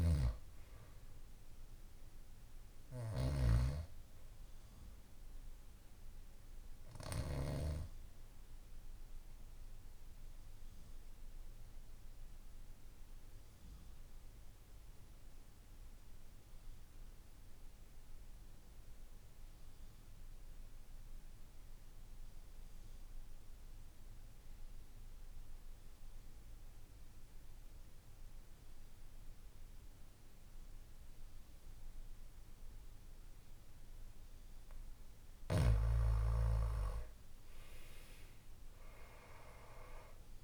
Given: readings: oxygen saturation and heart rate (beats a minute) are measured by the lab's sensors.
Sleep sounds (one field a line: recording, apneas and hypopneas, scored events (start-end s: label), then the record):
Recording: breathing in sleep by a room microphone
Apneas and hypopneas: 1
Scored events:
0.00-3.00 s: snoring (device-marked)
6.50-34.00 s: obstructive apnea (oxygen 96% before, 88% lowest, heart rate 62 before, 53 extreme, up 8 after)
12.50-28.50 s: oxygen desaturation (device-marked, oxygen 93% before, 89% lowest, heart rate 60 before, 54 extreme)
36.00-40.44 s: arousal
From the record:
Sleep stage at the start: N2 (light sleep)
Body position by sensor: on the back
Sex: male